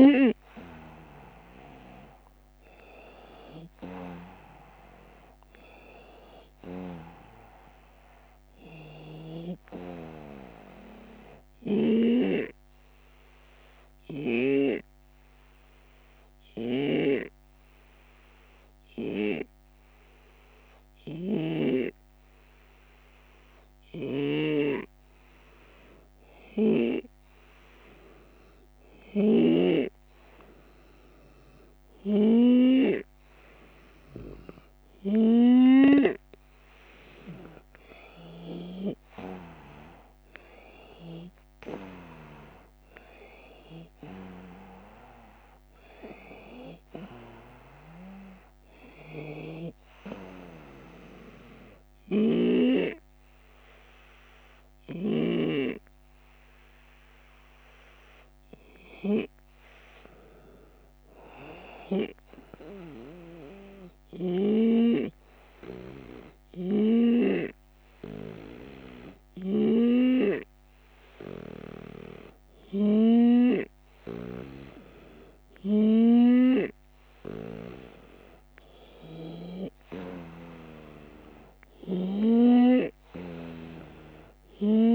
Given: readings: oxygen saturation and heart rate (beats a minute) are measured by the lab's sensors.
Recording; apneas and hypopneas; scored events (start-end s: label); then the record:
breathing in sleep by a microphone on the trachea; 2
0.00-4.00 s: arousal
1.00-11.00 s: oxygen desaturation (device-marked, oxygen 95% before, 91% lowest)
11.00-26.00 s: obstructive apnea (oxygen 95% before, 91% lowest)
16.50-21.50 s: snoring (device-marked)
23.50-35.50 s: snoring (device-marked)
38.00-43.00 s: arousal
43.50-45.50 s: long interval between heartbeats (device-marked)
62.00-76.50 s: hypopnea (oxygen 95% before, 92% lowest)
76.00-84.95 s: snoring (device-marked)
79.50-84.00 s: arousal
From the record:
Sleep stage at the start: N2 (light sleep); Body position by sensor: on the right side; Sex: male